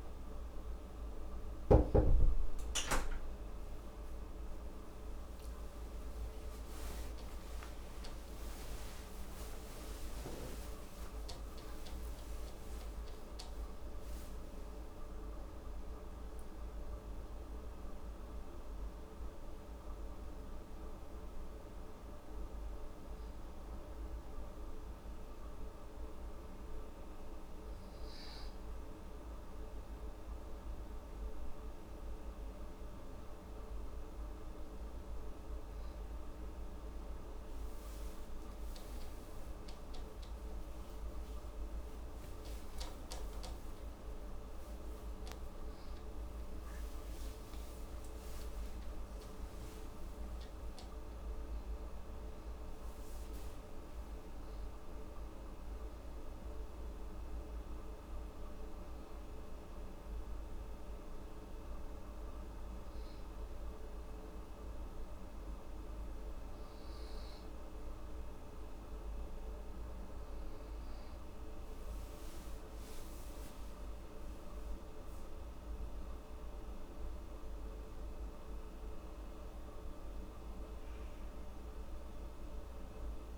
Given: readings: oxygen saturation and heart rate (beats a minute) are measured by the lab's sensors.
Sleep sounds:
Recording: a person partly awake in a sleep study, hard to hear, by a room microphone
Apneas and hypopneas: 1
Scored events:
17.50-47.50 s: new sleep stage, N1 (lightest sleep)
39.50-45.00 s: arousal
47.50-83.38 s: new sleep stage, N2 (light sleep)
56.50-69.50 s: hypopnea (oxygen 97% before, 94% lowest)
72.00-75.50 s: arousal
From the record:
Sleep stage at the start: awake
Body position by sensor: on the right side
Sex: female

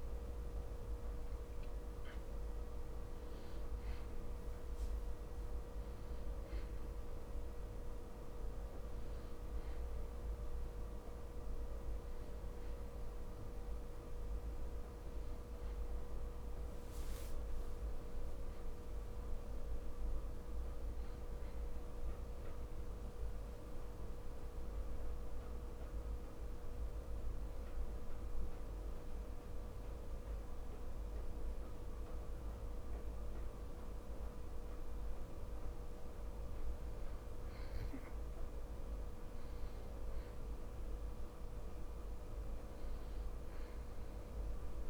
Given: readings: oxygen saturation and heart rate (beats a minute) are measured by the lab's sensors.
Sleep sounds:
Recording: breathing in sleep, hard to hear, by a room microphone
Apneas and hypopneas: 1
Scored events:
0.00-3.50 s: arousal
28.00-38.00 s: obstructive apnea (oxygen 97% before, 94% lowest)
39.50-42.50 s: arousal
From the record:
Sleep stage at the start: N2 (light sleep)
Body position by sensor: on the back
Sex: male

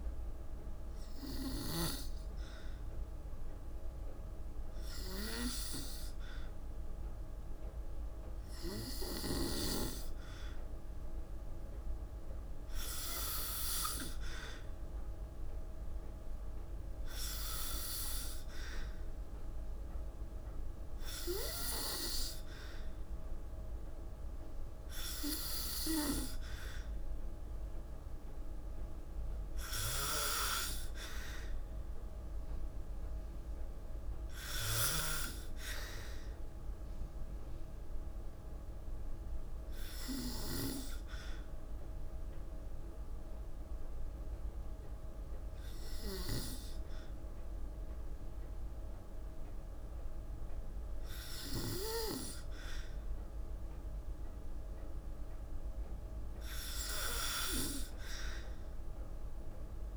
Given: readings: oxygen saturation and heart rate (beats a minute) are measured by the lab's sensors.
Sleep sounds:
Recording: breathing in sleep by a room microphone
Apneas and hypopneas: 1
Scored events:
0.00-1.50 s: snoring (device-marked)
36.50-51.50 s: hypopnea (oxygen 94% before, 93% lowest, heart rate 56 before, 53 extreme, up 1 after)
53.00-58.00 s: arousal
From the record:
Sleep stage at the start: N2 (light sleep)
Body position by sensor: on the back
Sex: female

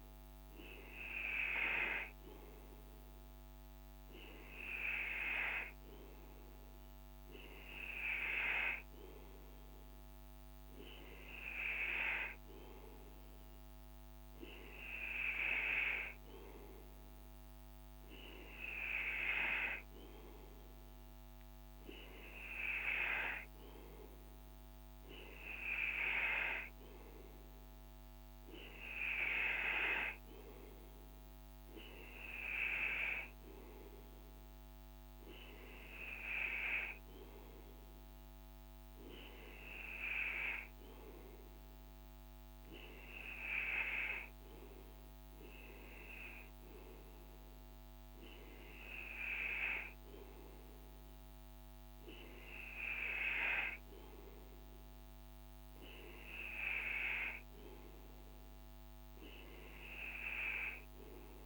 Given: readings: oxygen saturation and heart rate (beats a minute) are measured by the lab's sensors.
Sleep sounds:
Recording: breathing in sleep by a microphone on the trachea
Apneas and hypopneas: none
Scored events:
none scored
From the record:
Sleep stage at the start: N2 (light sleep)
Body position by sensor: on the right side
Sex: male

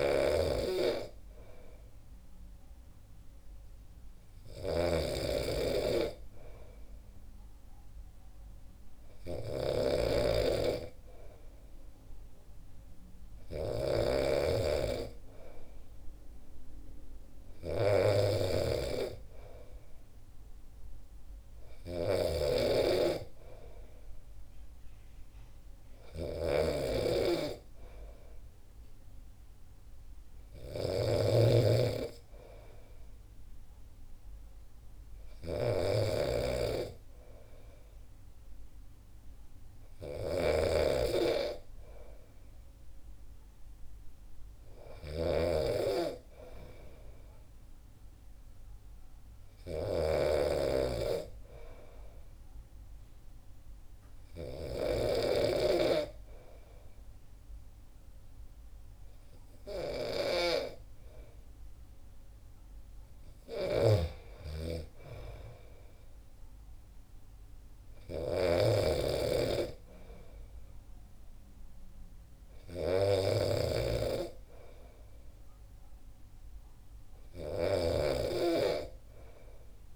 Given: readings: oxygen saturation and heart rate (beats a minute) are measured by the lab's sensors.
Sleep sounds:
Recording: breathing in sleep by a room microphone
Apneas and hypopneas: 1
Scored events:
0.00-55.50 s: snoring (device-marked)
48.50-61.50 s: hypopnea (oxygen 95% before, 93% lowest, heart rate 64 before, 63 extreme, up 3 after)
63.50-79.96 s: snoring (device-marked)
64.00-67.50 s: arousal
From the record:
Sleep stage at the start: N2 (light sleep)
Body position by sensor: on the back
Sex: male

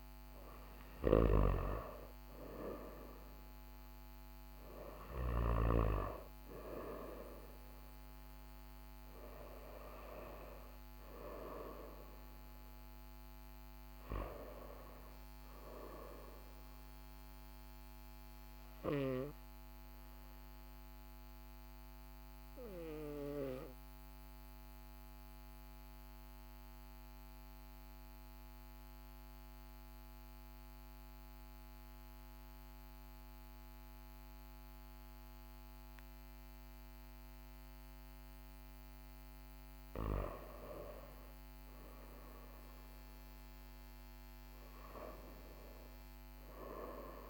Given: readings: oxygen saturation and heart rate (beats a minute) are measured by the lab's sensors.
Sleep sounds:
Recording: breathing in sleep by a microphone on the trachea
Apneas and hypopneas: 1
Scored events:
22.00-38.50 s: obstructive apnea (oxygen 97% before, 95% lowest, heart rate 42 before, 40 extreme, up 2 after)
41.00-45.50 s: arousal
From the record:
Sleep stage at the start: REM sleep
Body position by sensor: on the back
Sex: male

